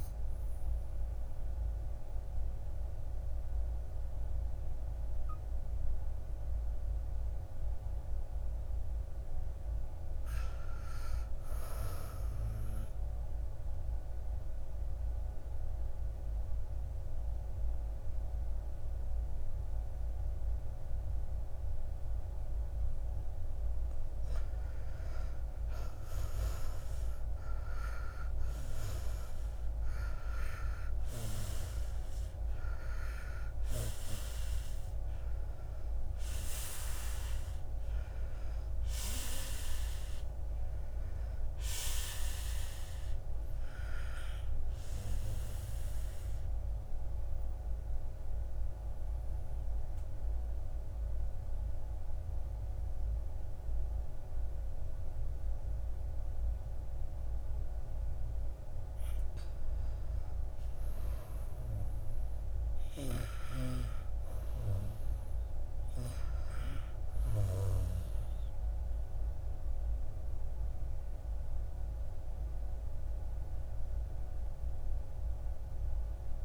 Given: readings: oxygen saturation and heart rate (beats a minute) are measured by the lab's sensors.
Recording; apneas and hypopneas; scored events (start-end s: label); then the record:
breathing in sleep by a room microphone; 2
4.50-12.50 s: oxygen desaturation (device-marked, oxygen 96% before, 90% lowest, heart rate 62 before, 60 extreme)
12.00-23.50 s: obstructive apnea (oxygen 96% before, 87% lowest, heart rate 62 before, 58 extreme, up 8 after)
22.50-26.50 s: oxygen desaturation (device-marked, oxygen 95% before, 90% lowest, heart rate 62 before, 55 extreme)
25.50-29.00 s: arousal
28.50-43.50 s: oxygen desaturation (device-marked, oxygen 93% before, 87% lowest, heart rate 62 before, 54 extreme)
44.50-58.00 s: obstructive apnea (oxygen 95% before, 89% lowest, heart rate 65 before, 54 extreme, up 7 after)
60.50-64.00 s: arousal
66.50-76.45 s: oxygen desaturation (device-marked, oxygen 97% before, 93% lowest, heart rate 56 before, 55 extreme)
From the record:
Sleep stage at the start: N2 (light sleep); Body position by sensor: on the back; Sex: male